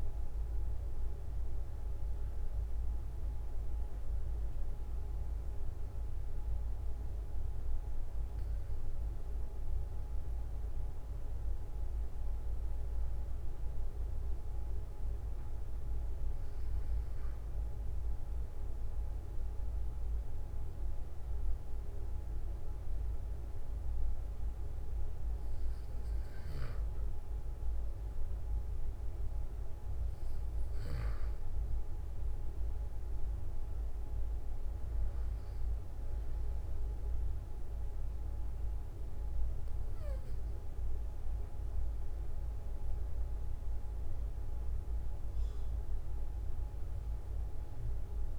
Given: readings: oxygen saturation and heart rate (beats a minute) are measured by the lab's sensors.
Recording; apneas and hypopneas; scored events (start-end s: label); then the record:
breathing in sleep, hard to hear, by a room microphone; 1
4.50-17.00 s: mixed apnea (oxygen 96% before, 92% lowest, heart rate 47 before, 43 extreme, up 3 after)
15.00-48.39 s: new sleep stage, N2 (light sleep)
20.00-24.50 s: arousal
45.00-48.00 s: arousal
From the record:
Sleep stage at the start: N1 (lightest sleep); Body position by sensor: on the back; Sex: male